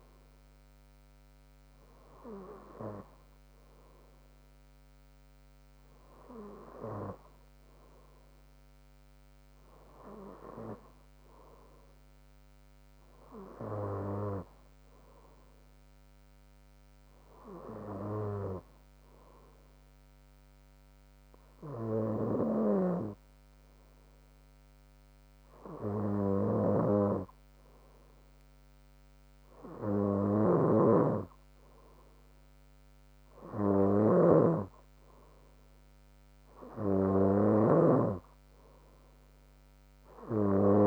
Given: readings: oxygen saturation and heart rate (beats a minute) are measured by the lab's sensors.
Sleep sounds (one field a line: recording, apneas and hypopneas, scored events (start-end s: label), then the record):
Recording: breathing in sleep by a microphone on the trachea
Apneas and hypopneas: none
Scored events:
17.50-19.50 s: bradycardia (device-marked, heart rate 62 before, 61 extreme)
30.50-40.87 s: snoring (device-marked)
38.50-40.87 s: new sleep stage, N3 (deep sleep)
From the record:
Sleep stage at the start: N2 (light sleep)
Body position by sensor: on the front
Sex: female